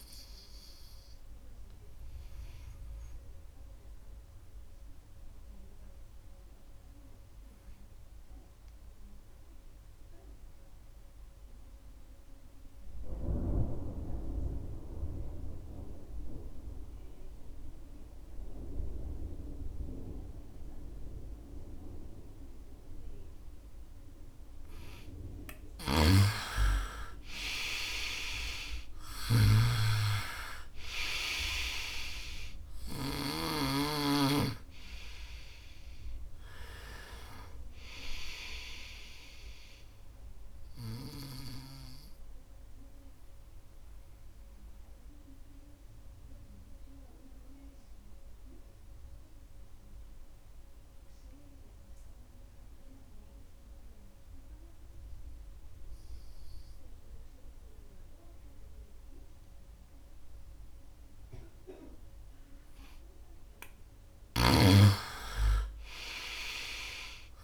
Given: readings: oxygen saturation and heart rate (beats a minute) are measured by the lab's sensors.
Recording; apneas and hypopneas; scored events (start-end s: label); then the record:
breathing in sleep by a room microphone; 2
0.00-15.50 s: oxygen desaturation (device-marked, oxygen 87% lowest, heart rate 67 extreme)
1.00-23.00 s: obstructive apnea (oxygen 98% before, 87% lowest, heart rate 71 before, 67 extreme, up 3 after)
25.50-29.00 s: arousal
25.50-33.50 s: snoring (device-marked)
27.50-53.50 s: oxygen desaturation (device-marked, oxygen 98% before, 88% lowest, heart rate 69 before, 63 extreme)
42.50-63.00 s: obstructive apnea (oxygen 98% before, 87% lowest, heart rate 70 before, 63 extreme, up 6 after)
64.00-67.44 s: snoring (device-marked)
65.50-67.44 s: arousal
From the record:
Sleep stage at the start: N2 (light sleep); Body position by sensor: on the right side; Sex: male